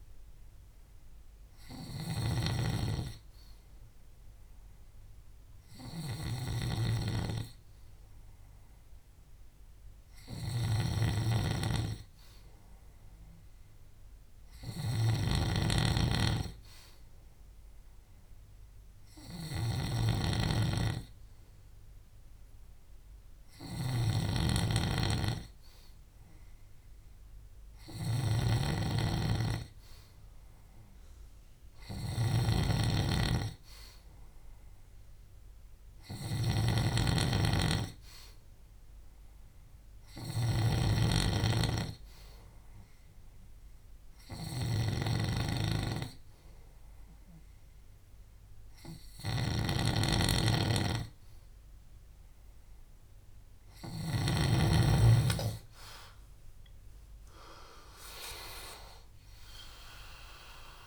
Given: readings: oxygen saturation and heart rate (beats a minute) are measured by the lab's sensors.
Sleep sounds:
breathing in sleep by a room microphone; 2
0.00-54.50 s: snoring (device-marked)
11.00-22.00 s: hypopnea (oxygen 94% before, 93% lowest, heart rate 70 before, 65 extreme, up 2 after)
24.50-28.00 s: arousal
43.50-53.50 s: hypopnea (oxygen 97% before, 93% lowest, heart rate 68 before, 61 extreme, up 6 after)
56.00-60.00 s: arousal
From the record:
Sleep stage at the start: N2 (light sleep); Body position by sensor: on the back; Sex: male

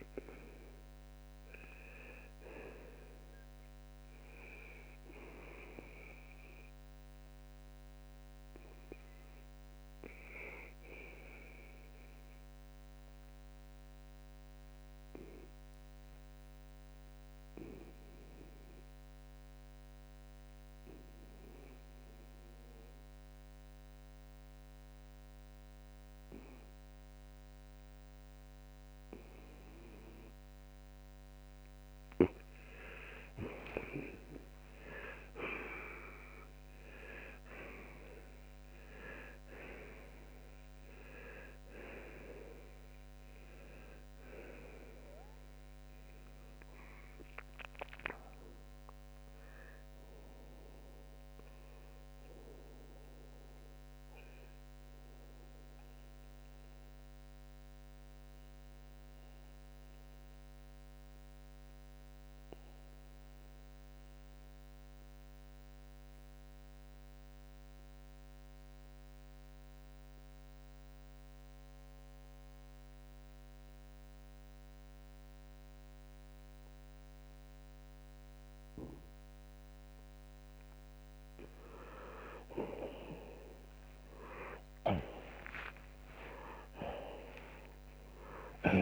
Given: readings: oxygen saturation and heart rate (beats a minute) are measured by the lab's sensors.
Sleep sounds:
breathing in sleep by a microphone on the trachea; 2
9.50-32.50 s: oxygen desaturation (device-marked, oxygen 94% before, 87% lowest, heart rate 80 before, 69 extreme)
14.00-31.00 s: obstructive apnea (oxygen 94% before, 81% lowest, heart rate 81 before, 69 extreme, up 49 after)
34.00-39.50 s: arousal
58.50-82.50 s: mixed apnea (oxygen 88% before, 81% lowest, heart rate 98 before, 65 extreme, up 48 after)
59.50-85.50 s: oxygen desaturation (device-marked, oxygen 88% before, 81% lowest, heart rate 96 before, 60 extreme)
84.50-88.82 s: arousal
From the record:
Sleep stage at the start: N2 (light sleep); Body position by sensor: on the left side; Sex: male

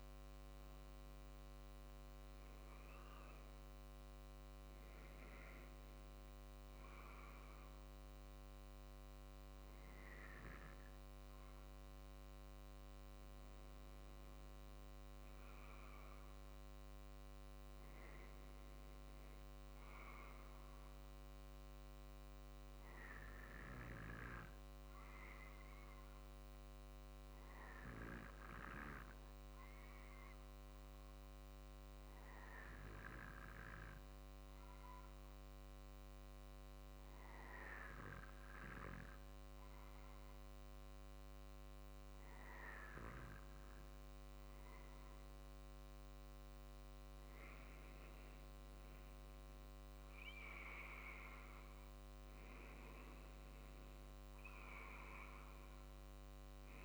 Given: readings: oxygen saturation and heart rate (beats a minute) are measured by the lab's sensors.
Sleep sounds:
breathing in sleep by a microphone on the trachea; 1
0.00-1.50 s: arousal
0.00-11.00 s: drop in pulse transit time (device-marked, heart rate 47 extreme)
23.50-42.50 s: obstructive apnea (oxygen 96% before, 94% lowest, heart rate 48 before, 47 extreme, up 2 after)
45.00-49.50 s: arousal
From the record:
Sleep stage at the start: N2 (light sleep); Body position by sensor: on the back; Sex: male

